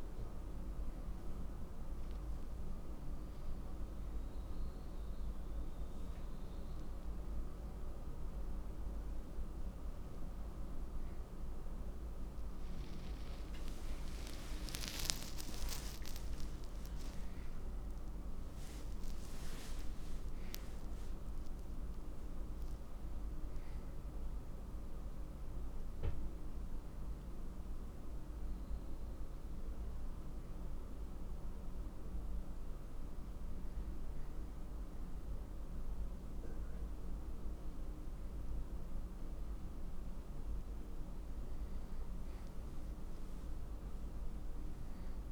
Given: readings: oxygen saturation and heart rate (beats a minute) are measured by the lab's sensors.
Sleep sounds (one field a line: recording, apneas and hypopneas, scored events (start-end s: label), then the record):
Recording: breathing in sleep, hard to hear, by a room microphone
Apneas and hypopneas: 1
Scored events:
1.00-12.00 s: hypopnea (oxygen 95% before, 90% lowest, heart rate 81 before, 64 extreme, up 31 after)
14.00-18.50 s: arousal
22.50-36.50 s: oxygen desaturation (device-marked, oxygen 94% before, 90% lowest, heart rate 83 before, 60 extreme)
25.50-45.32 s: new sleep stage, N2 (light sleep)
From the record:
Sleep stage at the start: N1 (lightest sleep)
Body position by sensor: on the back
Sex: male